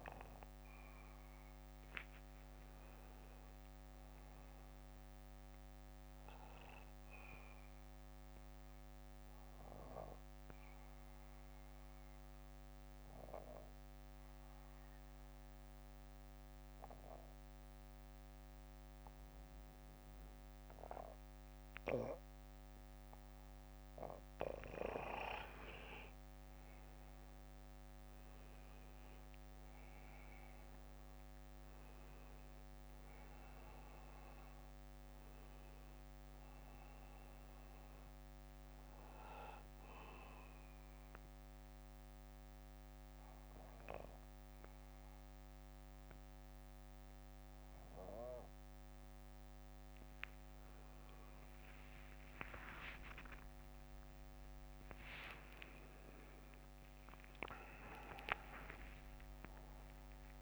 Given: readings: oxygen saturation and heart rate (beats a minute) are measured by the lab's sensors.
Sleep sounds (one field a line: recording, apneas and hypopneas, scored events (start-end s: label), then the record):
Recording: breathing in sleep by a microphone on the trachea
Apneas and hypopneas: 2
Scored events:
0.00-12.00 s: oxygen desaturation (device-marked, oxygen 92% lowest, heart rate 48 extreme)
5.00-23.00 s: bradycardia (device-marked, heart rate 60 before, 48 extreme)
9.50-23.50 s: obstructive apnea (oxygen 97% before, 91% lowest, heart rate 60 before, 49 extreme, up 21 after)
22.00-25.50 s: snoring (device-marked)
24.50-28.50 s: arousal
34.00-54.00 s: oxygen desaturation (device-marked, oxygen 97% before, 91% lowest, heart rate 59 before, 50 extreme)
40.00-51.00 s: bradycardia (device-marked, heart rate 60 before, 50 extreme)
41.00-51.50 s: obstructive apnea (oxygen 97% before, 91% lowest, heart rate 63 before, 50 extreme, up 20 after)
53.00-59.00 s: arousal
From the record:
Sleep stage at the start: N2 (light sleep)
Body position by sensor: on the back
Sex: male